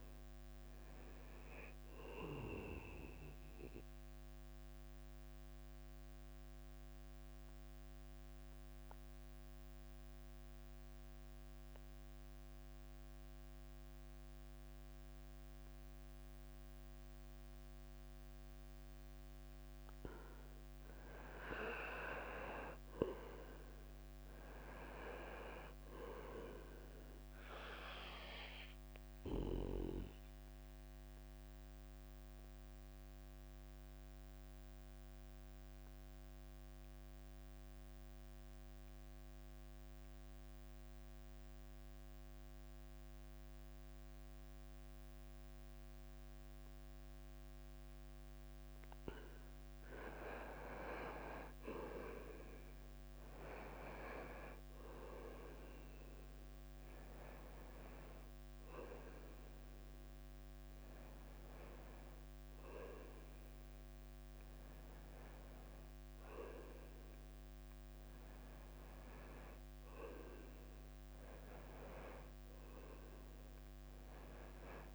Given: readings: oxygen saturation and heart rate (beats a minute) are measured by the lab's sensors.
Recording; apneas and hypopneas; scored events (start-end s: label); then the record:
breathing in sleep by a microphone on the trachea; 2
0.00-7.00 s: drop in pulse transit time (device-marked, heart rate 90 extreme)
4.00-20.00 s: mixed apnea (oxygen 97% before, 92% lowest, heart rate 93 before, 89 extreme, up 1 after)
23.00-35.00 s: drop in pulse transit time (device-marked, heart rate 93 before, 89 extreme)
23.50-27.00 s: arousal
30.50-48.50 s: obstructive apnea (oxygen 96% before, 92% lowest, heart rate 92 before, 91 extreme, up 3 after)
48.00-59.00 s: oxygen desaturation (device-marked, oxygen 95% before, 92% lowest, heart rate 93 before, 93 extreme)
51.00-65.00 s: drop in pulse transit time (device-marked, heart rate 93 before, 91 extreme)
51.50-56.00 s: arousal
61.00-74.95 s: new sleep stage, N1 (lightest sleep)
68.00-74.95 s: tachycardia (device-marked, heart rate 97 before, 113 extreme)
71.50-73.50 s: long interval between heartbeats (device-marked, heart rate 96 before, 109 extreme)
From the record:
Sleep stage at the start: N2 (light sleep); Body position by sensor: on the right side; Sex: male